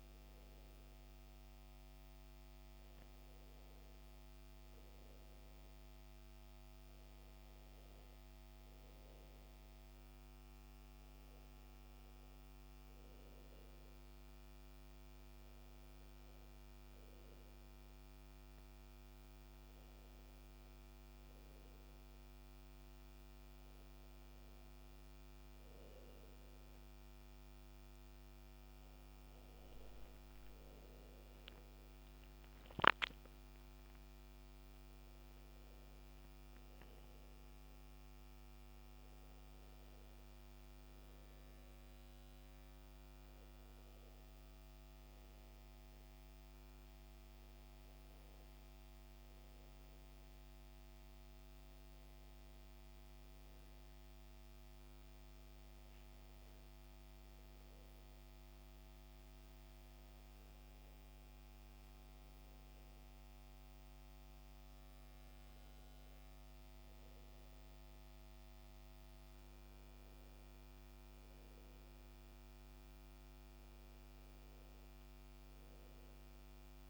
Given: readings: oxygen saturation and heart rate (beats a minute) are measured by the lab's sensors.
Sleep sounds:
breathing in sleep, hard to hear, by a microphone on the trachea; none
none scored
From the record:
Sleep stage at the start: N2 (light sleep); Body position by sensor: on the back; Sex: male

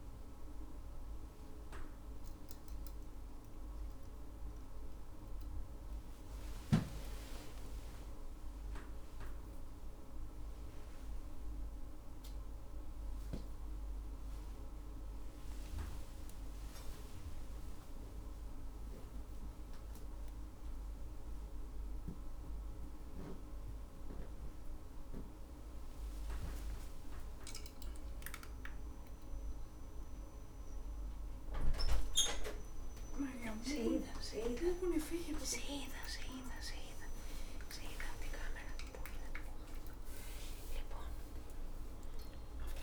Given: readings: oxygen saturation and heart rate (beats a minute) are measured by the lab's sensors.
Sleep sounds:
a person awake in a sleep study, by a room microphone; none
none scored
From the record:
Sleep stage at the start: awake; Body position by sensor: on the right side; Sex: female

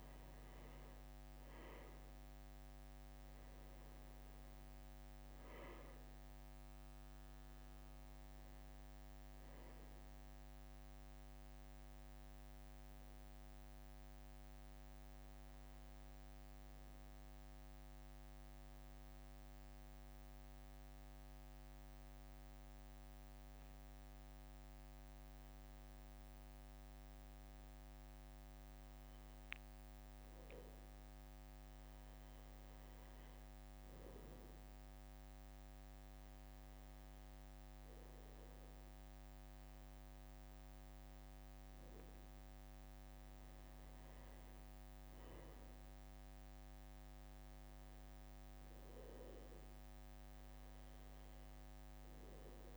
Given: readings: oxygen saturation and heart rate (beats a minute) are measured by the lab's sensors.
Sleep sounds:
breathing in sleep, hard to hear, by a microphone on the trachea; none
0.00-1.00 s: arousal
5.50-27.50 s: oxygen desaturation (device-marked, oxygen 96% before, 92% lowest, heart rate 63 before, 61 extreme)
31.00-35.00 s: arousal
From the record:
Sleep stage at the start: N2 (light sleep); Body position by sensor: on the back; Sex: male

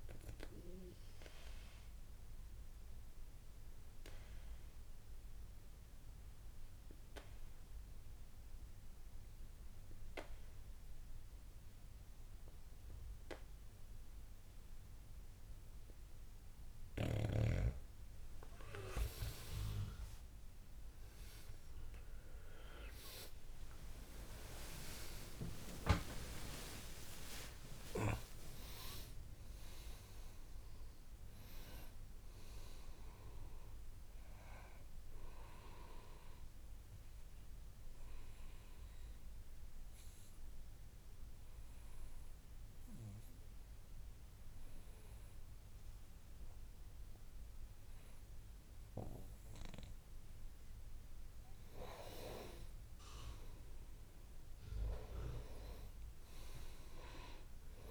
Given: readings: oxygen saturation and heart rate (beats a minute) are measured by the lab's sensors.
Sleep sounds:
breathing in sleep by a room microphone; 2
0.00-18.00 s: oxygen desaturation (device-marked, oxygen 85% lowest, heart rate 53 extreme)
0.50-17.50 s: obstructive apnea (oxygen 99% before, 85% lowest, heart rate 68 before, 57 extreme, up 19 after)
21.50-25.00 s: arousal
24.00-30.00 s: tachycardia (device-marked, heart rate 70 before, 118 extreme)
31.00-49.00 s: oxygen desaturation (device-marked, oxygen 98% before, 89% lowest, heart rate 79 before, 59 extreme)
37.00-51.00 s: obstructive apnea (oxygen 99% before, 86% lowest, heart rate 87 before, 60 extreme, up 10 after)
53.00-57.00 s: arousal
From the record:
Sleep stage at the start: N2 (light sleep); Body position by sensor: on the back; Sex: male

